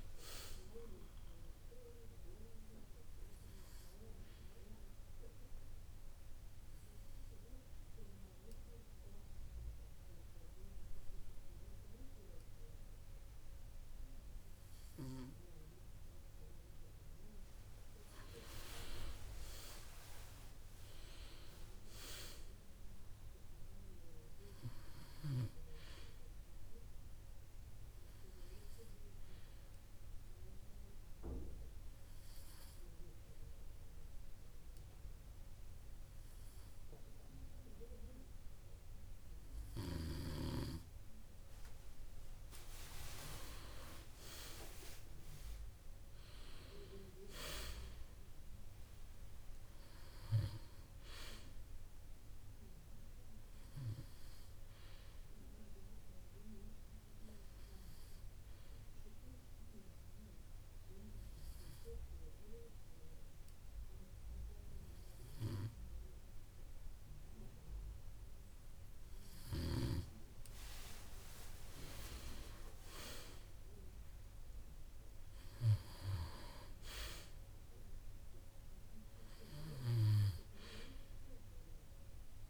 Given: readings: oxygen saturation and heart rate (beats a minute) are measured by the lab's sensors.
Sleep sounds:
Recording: breathing in sleep by a room microphone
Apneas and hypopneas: 3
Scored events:
4.00-16.50 s: obstructive apnea (oxygen 97% before, 95% lowest, heart rate 63 before, 50 extreme, up 17 after)
19.50-23.00 s: arousal
28.00-42.00 s: obstructive apnea (oxygen 97% before, 95% lowest, heart rate 57 before, 53 extreme, up 12 after)
44.00-48.00 s: arousal
55.50-70.50 s: obstructive apnea (oxygen 97% before, 95% lowest, heart rate 60 before, 54 extreme, up 10 after)
73.00-77.00 s: arousal
From the record:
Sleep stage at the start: N2 (light sleep)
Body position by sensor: on the back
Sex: male

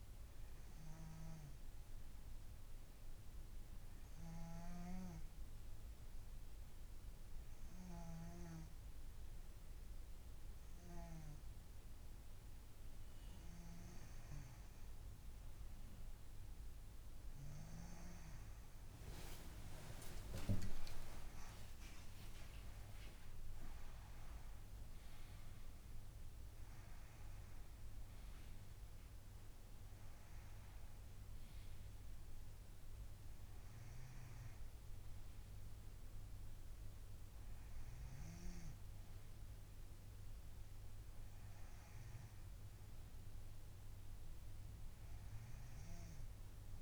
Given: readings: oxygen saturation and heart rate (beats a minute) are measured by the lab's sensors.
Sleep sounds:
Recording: breathing in sleep by a room microphone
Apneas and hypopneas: none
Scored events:
21.50-25.50 s: arousal
24.00-46.82 s: new sleep stage, N2 (light sleep)
From the record:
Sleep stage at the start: N1 (lightest sleep)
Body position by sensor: on the front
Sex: female

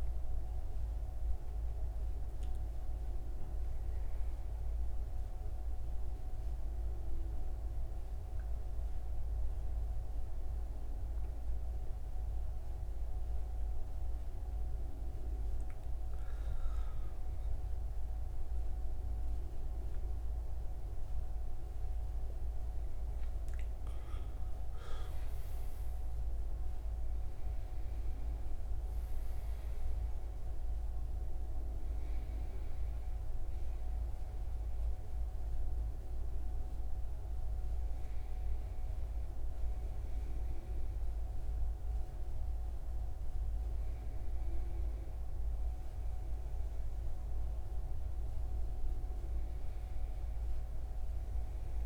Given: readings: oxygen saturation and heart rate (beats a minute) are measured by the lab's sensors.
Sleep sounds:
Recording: a person partly awake in a sleep study, hard to hear, by a room microphone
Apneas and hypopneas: 1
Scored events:
2.50-51.86 s: new sleep stage, N1 (lightest sleep)
4.50-22.00 s: hypopnea (oxygen 96% before, 95% lowest, heart rate 98 before, 70 extreme, up 13 after)
23.50-27.00 s: arousal
From the record:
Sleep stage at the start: awake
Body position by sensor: on the right side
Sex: male

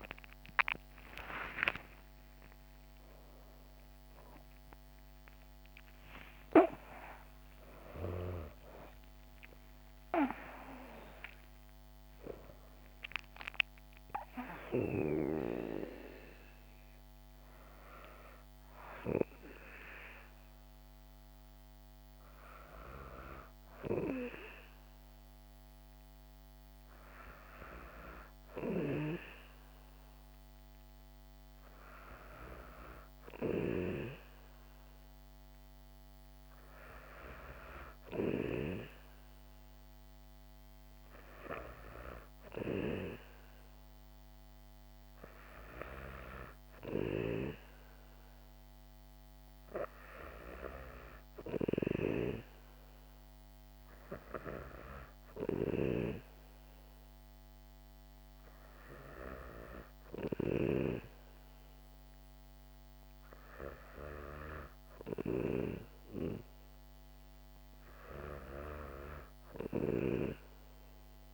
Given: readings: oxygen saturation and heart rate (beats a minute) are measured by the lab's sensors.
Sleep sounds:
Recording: breathing in sleep by a microphone on the trachea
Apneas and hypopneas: none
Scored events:
1.00-7.50 s: arousal
5.00-71.33 s: new sleep stage, N2 (light sleep)
From the record:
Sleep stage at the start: N3 (deep sleep)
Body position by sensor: on the back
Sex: female

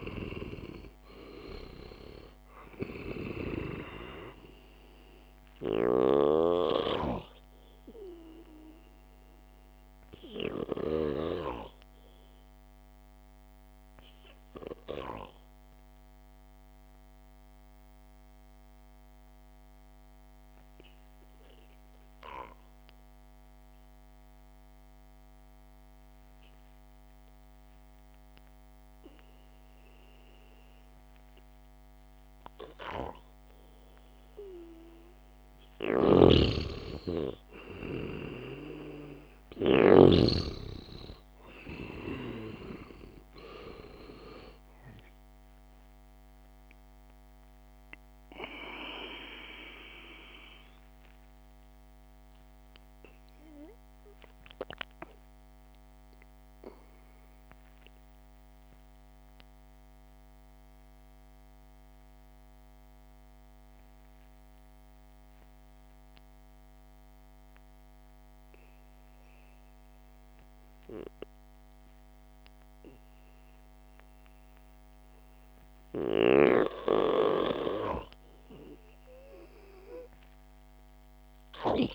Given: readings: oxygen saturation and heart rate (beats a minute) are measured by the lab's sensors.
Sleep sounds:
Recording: breathing in sleep by a microphone on the trachea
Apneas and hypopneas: 2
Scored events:
13.00-32.50 s: mixed apnea (oxygen 98% before, 92% lowest, heart rate 58 before, 52 extreme, up 0 after)
36.00-40.50 s: snoring (device-marked)
37.50-42.50 s: arousal
50.00-74.50 s: mixed apnea (oxygen 98% before, 92% lowest, heart rate 56 before, 55 extreme)
55.00-68.00 s: oxygen desaturation (device-marked, oxygen 95% before, 92% lowest, heart rate 57 before, 55 extreme)
77.50-81.50 s: arousal
From the record:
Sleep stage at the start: N2 (light sleep)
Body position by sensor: on the back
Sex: male

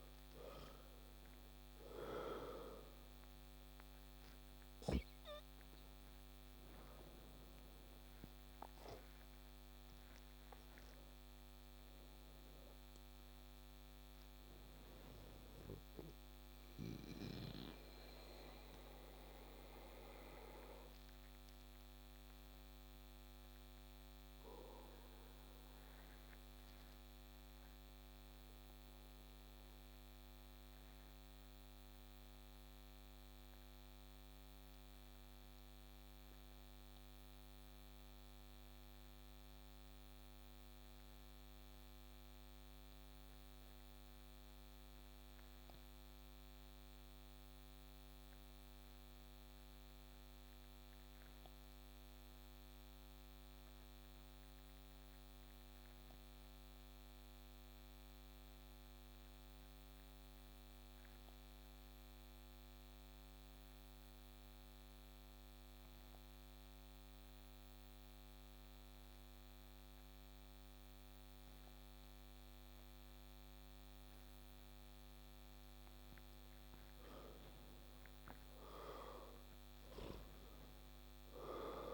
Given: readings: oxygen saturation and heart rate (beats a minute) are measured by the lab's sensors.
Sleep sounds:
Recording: breathing in sleep by a microphone on the trachea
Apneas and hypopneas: 1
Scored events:
0.00-2.50 s: arousal
0.00-38.00 s: oxygen desaturation (device-marked, oxygen 80% lowest)
2.00-81.94 s: new sleep stage, N2 (light sleep)
18.00-74.00 s: obstructive apnea (oxygen 91% before, 80% lowest)
60.00-81.94 s: oxygen desaturation (device-marked, oxygen 98% before, 86% lowest)
76.00-81.00 s: arousal
From the record:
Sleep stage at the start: REM sleep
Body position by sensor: on the back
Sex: male

